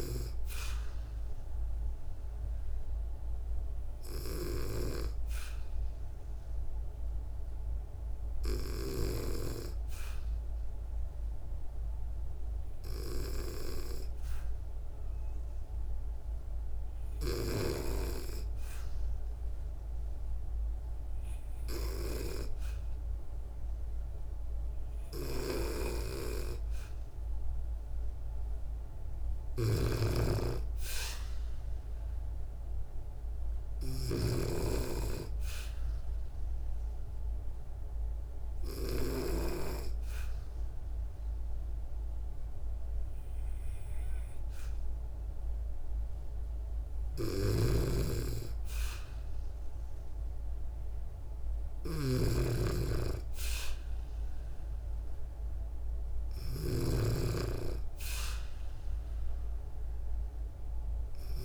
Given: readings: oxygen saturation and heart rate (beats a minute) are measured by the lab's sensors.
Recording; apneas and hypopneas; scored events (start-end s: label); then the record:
breathing in sleep by a room microphone; 2
1.50-25.00 s: hypopnea (oxygen 97% before, 94% lowest, heart rate 64 before, 62 extreme, up 3 after)
27.00-30.50 s: arousal
29.00-33.50 s: snoring (device-marked)
35.00-46.00 s: obstructive apnea (oxygen 97% before, 94% lowest, heart rate 65 before, 63 extreme, up 3 after)
46.50-56.50 s: snoring (device-marked)
48.50-52.00 s: arousal
From the record:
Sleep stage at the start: N2 (light sleep); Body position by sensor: on the back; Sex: female